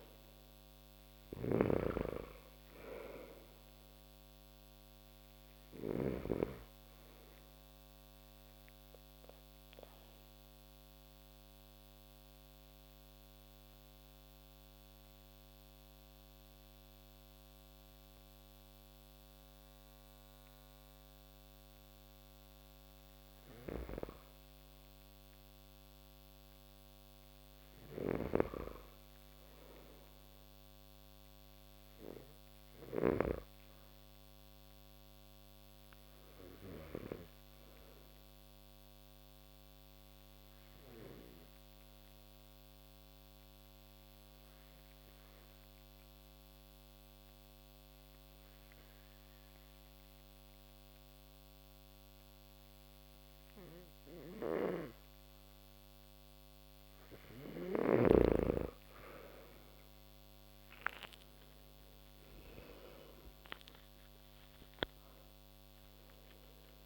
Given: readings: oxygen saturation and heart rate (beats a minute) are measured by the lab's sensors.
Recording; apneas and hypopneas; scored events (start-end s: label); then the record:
breathing in sleep by a microphone on the trachea; 2
0.00-1.50 s: arousal
0.00-5.50 s: snoring (device-marked)
0.00-23.00 s: oxygen desaturation (device-marked, oxygen 85% lowest)
7.50-22.50 s: obstructive apnea (oxygen 97% before, 85% lowest)
25.50-30.00 s: arousal
27.50-33.00 s: snoring (device-marked)
36.00-56.50 s: obstructive apnea (oxygen 97% before, 84% lowest)
37.00-52.00 s: oxygen desaturation (device-marked, oxygen 97% before, 91% lowest)
59.00-63.00 s: arousal
59.00-66.86 s: oxygen desaturation (device-marked, oxygen 93% before, 86% lowest)
From the record:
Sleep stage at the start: N2 (light sleep); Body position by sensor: on the back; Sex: male